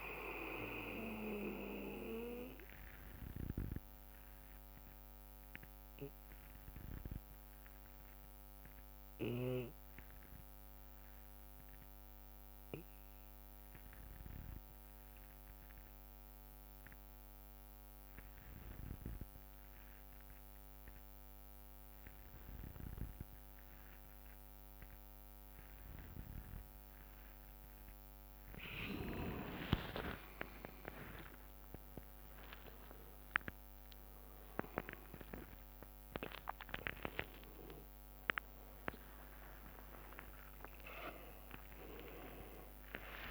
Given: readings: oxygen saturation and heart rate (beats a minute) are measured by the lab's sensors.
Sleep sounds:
a person partly awake in a sleep study, by a microphone on the trachea; 1
0.00-15.00 s: oxygen desaturation (device-marked, oxygen 92% lowest, heart rate 57 extreme)
2.00-12.00 s: bradycardia (device-marked, heart rate 64 before, 57 extreme)
5.00-28.50 s: obstructive apnea (oxygen 99% before, 91% lowest, heart rate 63 before, 58 extreme, up 20 after)
13.00-20.00 s: bradycardia (device-marked, heart rate 64 before, 58 extreme)
26.00-43.31 s: new sleep stage, awake
29.00-43.31 s: oxygen desaturation (device-marked, oxygen 98% before, 92% lowest, heart rate 59 before, 60 extreme)
30.00-32.00 s: long interval between heartbeats (device-marked, heart rate 59 before, 72 extreme)
36.00-43.31 s: tachycardia (device-marked, heart rate 64 before, 186 extreme)
38.50-40.50 s: long interval between heartbeats (device-marked, heart rate 66 before, 83 extreme)
42.00-43.31 s: drop in pulse transit time (device-marked, heart rate 77 before, 100 extreme)
42.00-43.31 s: long interval between heartbeats (device-marked, heart rate 77 before, 157 extreme)
From the record:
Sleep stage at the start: N2 (light sleep); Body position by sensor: on the back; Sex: male

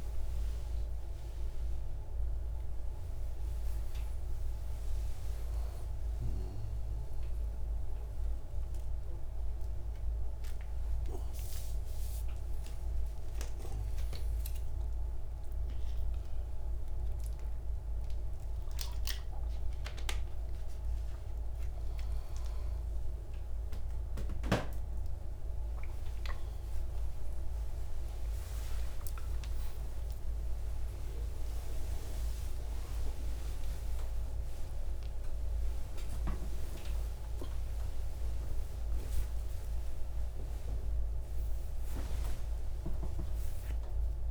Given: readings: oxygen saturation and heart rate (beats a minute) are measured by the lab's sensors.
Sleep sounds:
a person awake in a sleep study, by a room microphone; none
none scored
From the record:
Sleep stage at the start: awake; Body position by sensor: on the right side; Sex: male

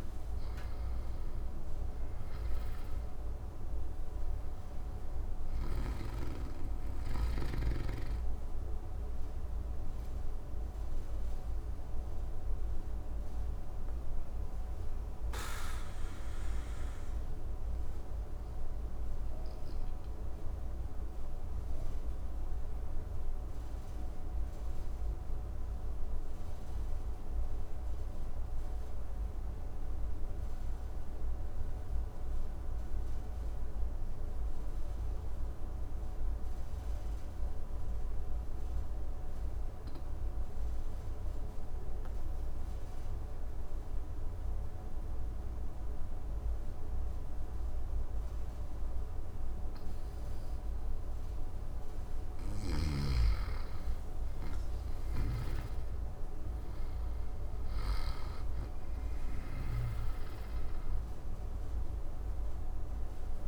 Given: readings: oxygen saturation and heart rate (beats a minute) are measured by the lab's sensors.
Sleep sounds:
breathing in sleep, hard to hear, by a room microphone; 1
0.00-26.00 s: oxygen desaturation (device-marked, oxygen 92% lowest, heart rate 52 extreme)
20.00-50.00 s: obstructive apnea (oxygen 96% before, 92% lowest, heart rate 63 before, 52 extreme, up 14 after)
44.00-63.48 s: oxygen desaturation (device-marked, oxygen 99% before, 93% lowest, heart rate 54 before, 53 extreme)
53.50-59.50 s: arousal
54.00-59.00 s: snoring (device-marked)
From the record:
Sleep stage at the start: N2 (light sleep); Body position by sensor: on the back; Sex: male

